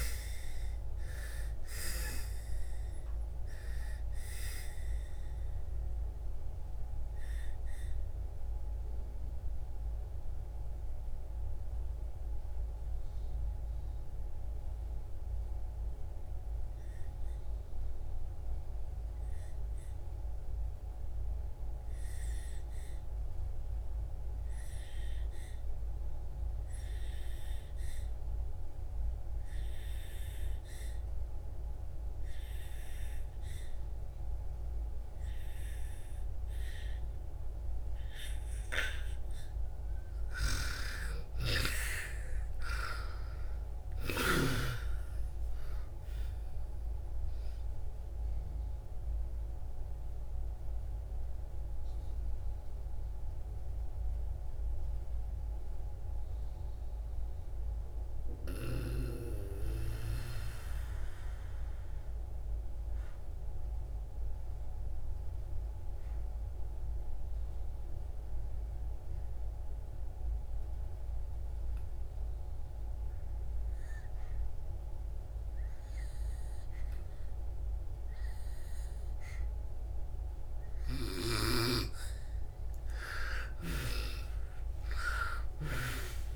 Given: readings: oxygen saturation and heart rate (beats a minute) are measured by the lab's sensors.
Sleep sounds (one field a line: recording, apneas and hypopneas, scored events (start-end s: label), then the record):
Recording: breathing in sleep by a room microphone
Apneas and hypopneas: 2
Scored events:
0.00-20.50 s: oxygen desaturation (device-marked, oxygen 81% lowest)
4.50-39.00 s: mixed apnea (oxygen 98% before, 79% lowest)
32.50-69.50 s: oxygen desaturation (device-marked, oxygen 98% before, 79% lowest)
40.50-45.00 s: arousal
49.50-81.00 s: mixed apnea (oxygen 99% before, 79% lowest)
77.50-86.35 s: oxygen desaturation (device-marked, oxygen 98% before, 84% lowest)
82.00-86.35 s: arousal
From the record:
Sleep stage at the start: N2 (light sleep)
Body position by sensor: on the back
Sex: female